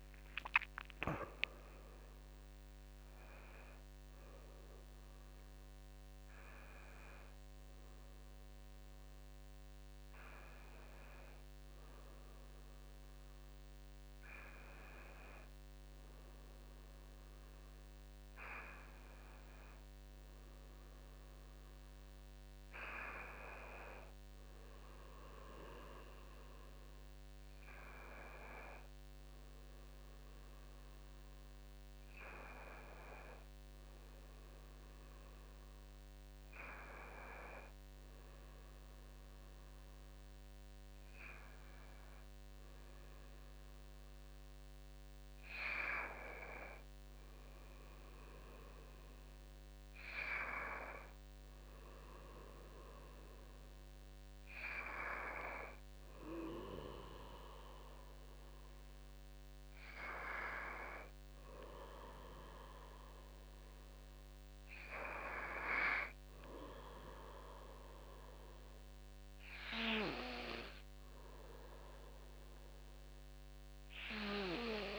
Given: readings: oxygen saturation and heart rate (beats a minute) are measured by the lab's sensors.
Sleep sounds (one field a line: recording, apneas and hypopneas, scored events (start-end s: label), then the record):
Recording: breathing in sleep by a microphone on the trachea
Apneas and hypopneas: none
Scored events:
0.00-6.00 s: drop in pulse transit time (device-marked, heart rate 72 extreme)
20.00-28.00 s: oxygen desaturation (device-marked, oxygen 100% before, 97% lowest, heart rate 68 before, 51 extreme)
24.00-74.99 s: new sleep stage, N2 (light sleep)
From the record:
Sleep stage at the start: N1 (lightest sleep)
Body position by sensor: on the back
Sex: male